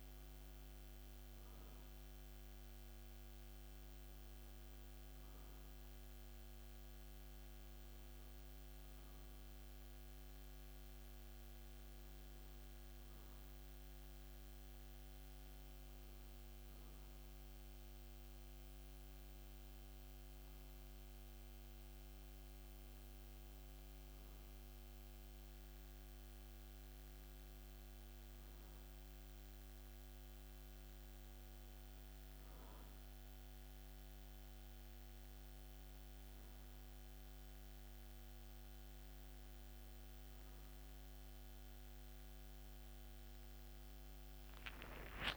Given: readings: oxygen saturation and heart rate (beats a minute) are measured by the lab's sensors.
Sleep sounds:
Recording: a person awake in a sleep study, hard to hear, by a microphone on the trachea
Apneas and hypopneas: none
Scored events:
none scored
From the record:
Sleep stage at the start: awake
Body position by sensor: on the back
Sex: male

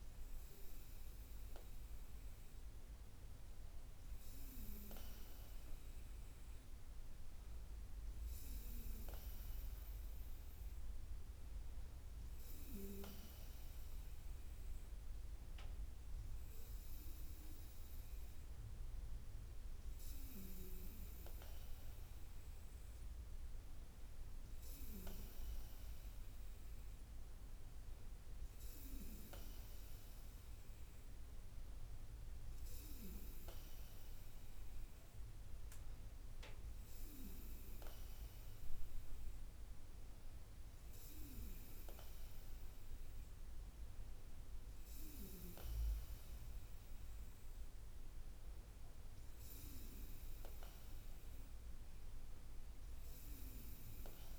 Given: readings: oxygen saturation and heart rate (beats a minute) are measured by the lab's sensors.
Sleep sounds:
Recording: breathing in sleep by a room microphone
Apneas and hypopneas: none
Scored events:
none scored
From the record:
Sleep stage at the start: N2 (light sleep)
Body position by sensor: on the back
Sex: female

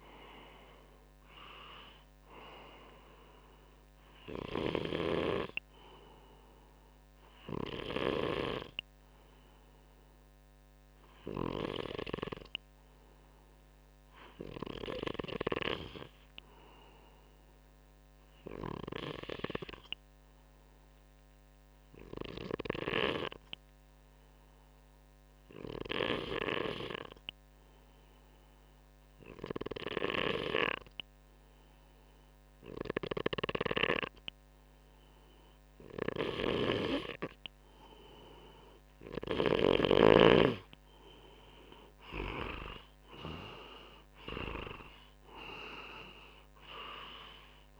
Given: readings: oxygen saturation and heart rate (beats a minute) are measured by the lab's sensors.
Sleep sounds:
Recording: breathing in sleep by a microphone on the trachea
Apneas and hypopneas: 1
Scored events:
0.00-8.00 s: snoring (device-marked)
17.50-35.00 s: obstructive apnea (oxygen 98% before, 94% lowest, heart rate 64 before, 60 extreme, up 6 after)
35.50-39.00 s: snoring (device-marked)
43.00-47.50 s: arousal
From the record:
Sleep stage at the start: N2 (light sleep)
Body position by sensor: on the front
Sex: male

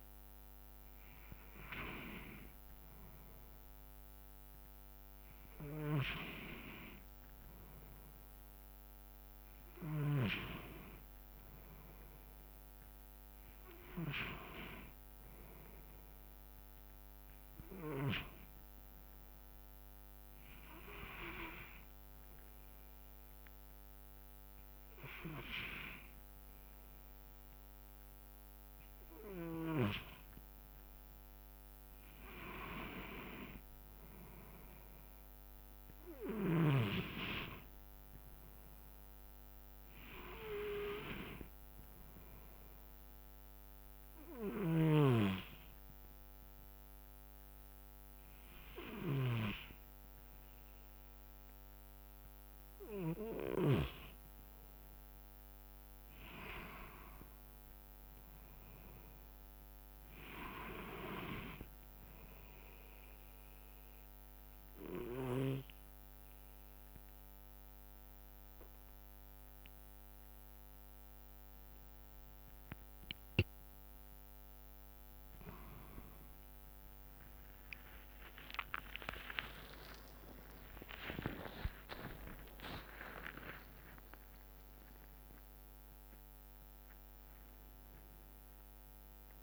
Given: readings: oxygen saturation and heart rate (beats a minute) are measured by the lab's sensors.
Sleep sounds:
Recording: breathing in sleep by a microphone on the trachea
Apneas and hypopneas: 3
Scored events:
10.00-15.00 s: arousal
19.50-29.50 s: hypopnea (oxygen 96% before, 90% lowest, heart rate 64 before, 63 extreme, up 2 after)
32.00-37.50 s: arousal
43.50-53.50 s: hypopnea (oxygen 96% before, 89% lowest, heart rate 64 before, 64 extreme, up 3 after)
54.50-59.00 s: arousal
63.00-75.50 s: obstructive apnea (oxygen 96% before, 89% lowest, heart rate 65 before, 65 extreme, up 11 after)
78.50-89.43 s: drop in pulse transit time (device-marked, heart rate 66 before, 67 extreme)
79.50-83.50 s: arousal
80.50-89.43 s: oxygen desaturation (device-marked, oxygen 96% before, 89% lowest, heart rate 66 before, 63 extreme)
From the record:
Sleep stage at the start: N2 (light sleep)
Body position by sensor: on the back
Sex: male

